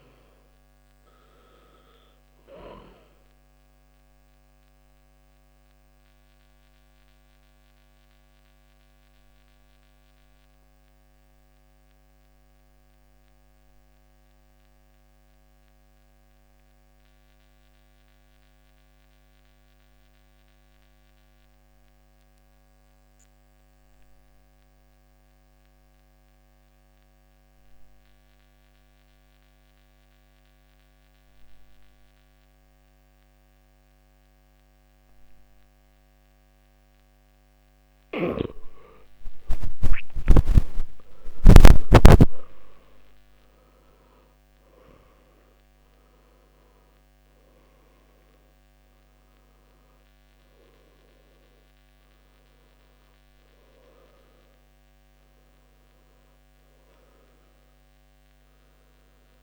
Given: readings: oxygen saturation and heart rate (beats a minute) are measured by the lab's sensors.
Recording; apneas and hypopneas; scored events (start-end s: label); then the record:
breathing in sleep by a microphone on the trachea; 1
0.00-23.00 s: oxygen desaturation (device-marked, oxygen 86% lowest, heart rate 56 extreme)
6.00-38.50 s: obstructive apnea (oxygen 96% before, 83% lowest, heart rate 65 before, 56 extreme, up 20 after)
37.00-59.43 s: oxygen desaturation (device-marked, oxygen 97% before, 83% lowest, heart rate 59 before, 55 extreme)
40.50-44.50 s: arousal
From the record:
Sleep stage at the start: N2 (light sleep); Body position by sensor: on the back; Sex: male